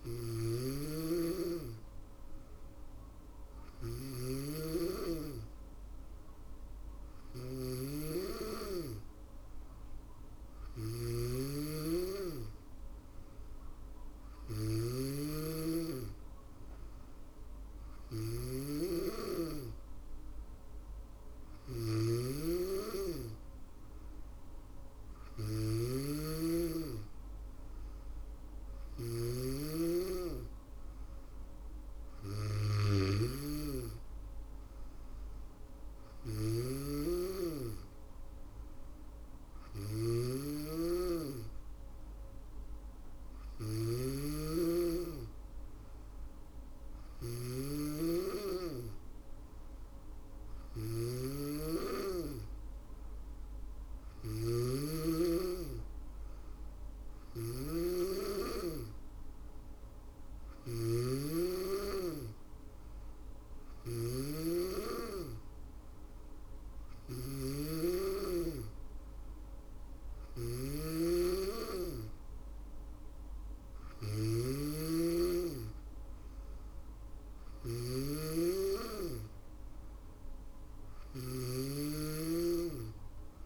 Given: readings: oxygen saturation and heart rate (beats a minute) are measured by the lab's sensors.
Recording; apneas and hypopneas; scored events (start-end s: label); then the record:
breathing in sleep by a room microphone; none
0.00-83.46 s: snoring (device-marked)
From the record:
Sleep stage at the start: N2 (light sleep); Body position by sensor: on the back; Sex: female